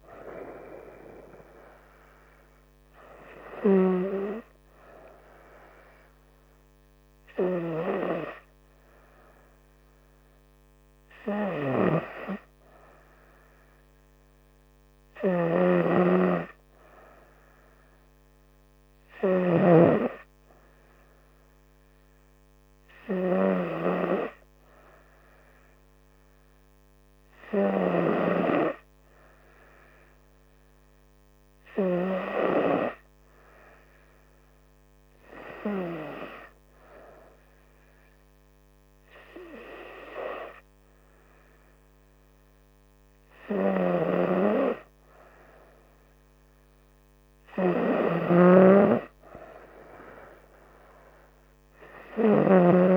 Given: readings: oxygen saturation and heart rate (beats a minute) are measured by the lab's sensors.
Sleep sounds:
breathing in sleep by a microphone on the trachea; none
42.00-47.00 s: arousal
48.00-52.97 s: snoring (device-marked)
From the record:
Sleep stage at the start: N2 (light sleep); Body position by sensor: on the front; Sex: female

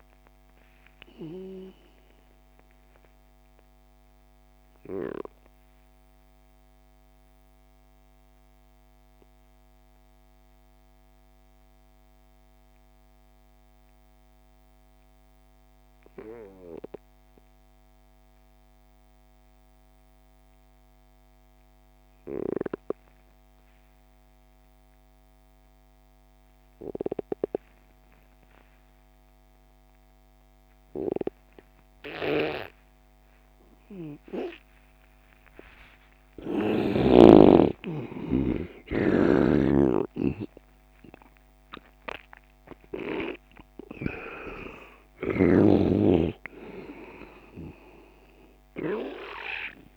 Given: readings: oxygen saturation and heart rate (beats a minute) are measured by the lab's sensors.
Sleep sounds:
breathing in sleep by a microphone on the trachea; 1
0.00-13.50 s: oxygen desaturation (device-marked, oxygen 87% lowest)
2.50-35.50 s: mixed apnea (oxygen 99% before, 87% lowest)
29.50-49.97 s: oxygen desaturation (device-marked, oxygen 98% before, 87% lowest)
37.00-41.00 s: arousal
39.00-45.50 s: snoring (device-marked)
From the record:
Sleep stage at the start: N2 (light sleep); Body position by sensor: on the left side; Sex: male

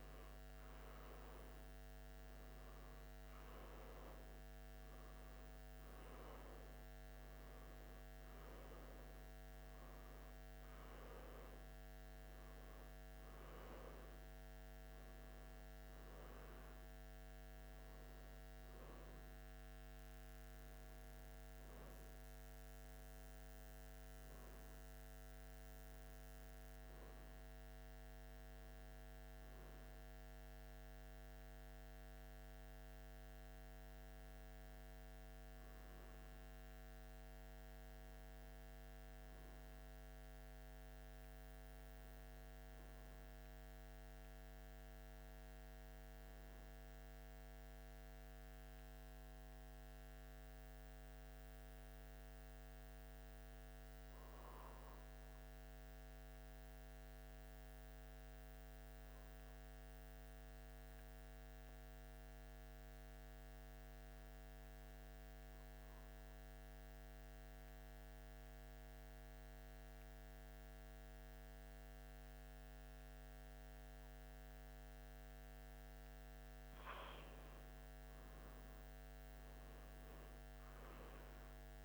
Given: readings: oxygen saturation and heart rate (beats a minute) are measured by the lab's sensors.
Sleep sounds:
breathing in sleep, hard to hear, by a microphone on the trachea; 1
0.00-1.00 s: arousal
36.50-41.00 s: arousal
38.50-62.50 s: oxygen desaturation (device-marked, oxygen 96% before, 88% lowest, heart rate 80 before, 75 extreme)
47.00-75.50 s: mixed apnea (oxygen 96% before, 88% lowest, heart rate 80 before, 75 extreme, up 3 after)
From the record:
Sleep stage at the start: N1 (lightest sleep); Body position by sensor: on the back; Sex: male

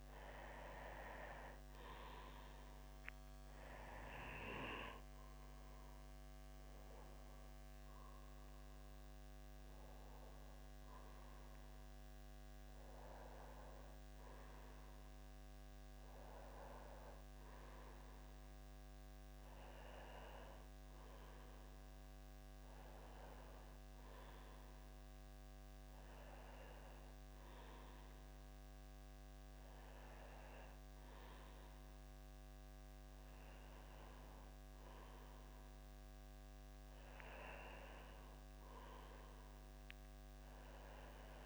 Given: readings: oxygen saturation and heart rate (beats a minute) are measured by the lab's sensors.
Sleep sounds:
breathing in sleep by a microphone on the trachea; none
none scored
From the record:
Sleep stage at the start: N2 (light sleep); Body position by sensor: on the back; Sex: male

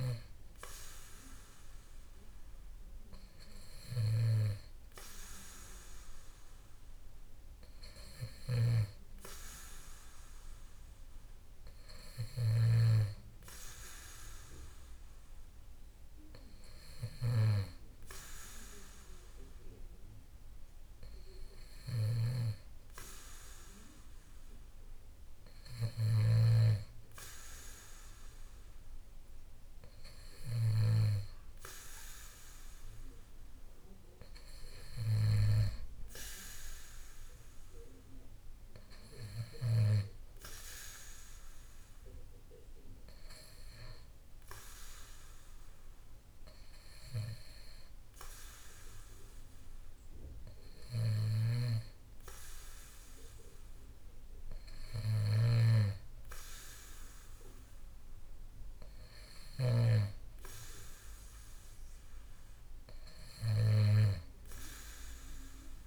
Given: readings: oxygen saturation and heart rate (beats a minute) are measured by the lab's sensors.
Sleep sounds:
breathing in sleep by a room microphone; none
8.50-26.50 s: snoring (device-marked)
51.50-60.00 s: snoring (device-marked)
From the record:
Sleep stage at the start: N2 (light sleep); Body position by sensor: on the back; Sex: male

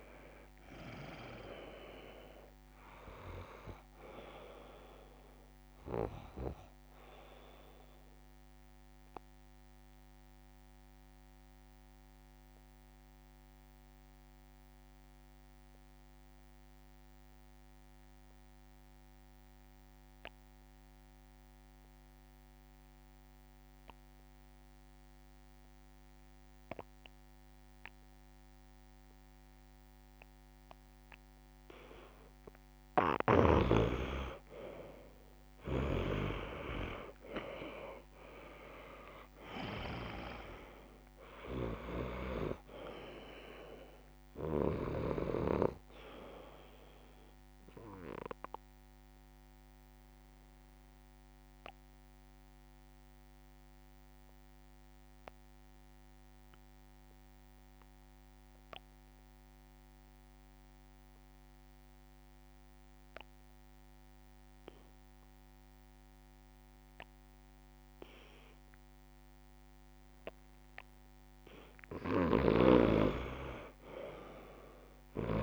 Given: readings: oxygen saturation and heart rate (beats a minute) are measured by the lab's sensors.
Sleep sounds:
breathing in sleep by a microphone on the trachea; 2
0.00-21.00 s: oxygen desaturation (device-marked, oxygen 97% before, 87% lowest)
8.50-31.00 s: mixed apnea (oxygen 97% before, 86% lowest)
34.50-38.50 s: arousal
36.00-61.00 s: oxygen desaturation (device-marked, oxygen 98% before, 86% lowest)
42.00-44.00 s: long interval between heartbeats (device-marked)
49.00-71.00 s: obstructive apnea (oxygen 99% before, 86% lowest)
50.50-52.50 s: long interval between heartbeats (device-marked)
72.50-75.43 s: snoring (device-marked)
74.00-75.43 s: arousal
74.00-75.43 s: oxygen desaturation (device-marked, oxygen 98% before, 88% lowest)
From the record:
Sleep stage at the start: N2 (light sleep); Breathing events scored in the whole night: 317 in 3.9 hours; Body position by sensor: on the back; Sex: male

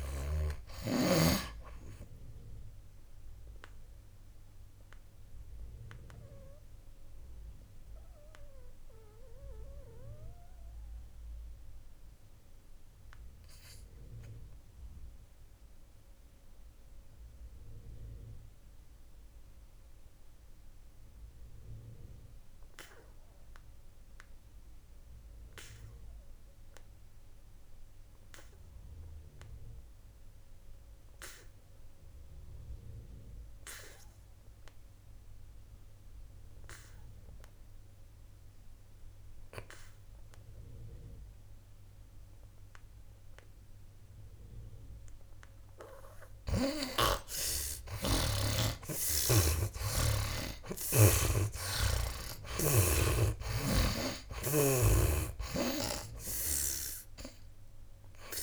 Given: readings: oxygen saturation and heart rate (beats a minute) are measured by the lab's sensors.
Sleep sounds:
breathing in sleep by a room microphone; 1
0.00-1.50 s: snoring (device-marked)
0.00-28.00 s: oxygen desaturation (device-marked, oxygen 70% lowest, heart rate 60 extreme)
3.50-46.50 s: obstructive apnea (oxygen 97% before, 70% lowest, heart rate 70 before, 58 extreme, up 12 after)
42.00-58.43 s: oxygen desaturation (device-marked, oxygen 99% before, 80% lowest, heart rate 61 before, 56 extreme)
48.50-53.00 s: arousal
49.50-53.00 s: snoring (device-marked)
From the record:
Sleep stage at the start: N2 (light sleep); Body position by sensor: on the back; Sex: male

